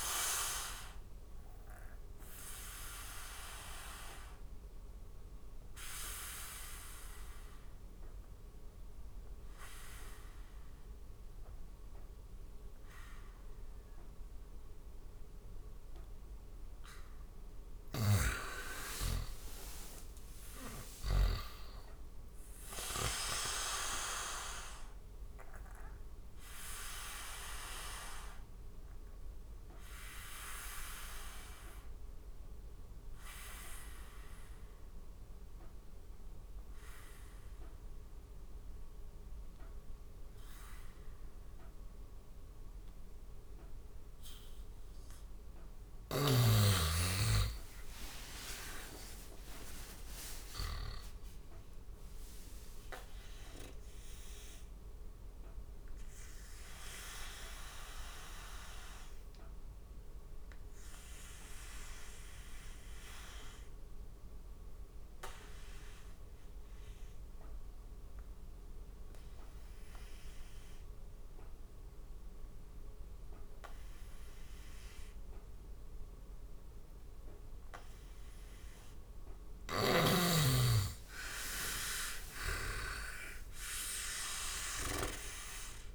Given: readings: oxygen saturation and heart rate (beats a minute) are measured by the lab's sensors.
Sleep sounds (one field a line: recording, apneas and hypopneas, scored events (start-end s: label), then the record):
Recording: breathing in sleep by a room microphone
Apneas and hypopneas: 3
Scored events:
0.00-16.00 s: oxygen desaturation (device-marked, oxygen 84% lowest, heart rate 71 extreme)
0.50-14.50 s: obstructive apnea (oxygen 98% before, 84% lowest, heart rate 75 before, 71 extreme, up 10 after)
17.50-21.00 s: arousal
17.50-21.00 s: snoring (device-marked)
23.00-44.00 s: oxygen desaturation (device-marked, oxygen 98% before, 87% lowest, heart rate 75 before, 68 extreme)
25.50-42.50 s: obstructive apnea (oxygen 98% before, 86% lowest, heart rate 75 before, 68 extreme, up 8 after)
45.50-49.50 s: arousal
50.00-77.00 s: oxygen desaturation (device-marked, oxygen 97% before, 86% lowest, heart rate 72 before, 73 extreme)
52.00-77.50 s: obstructive apnea (oxygen 97% before, 86% lowest, heart rate 73 before, 73 extreme, up 8 after)
80.00-83.00 s: arousal
From the record:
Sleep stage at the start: N2 (light sleep)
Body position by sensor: on the back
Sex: male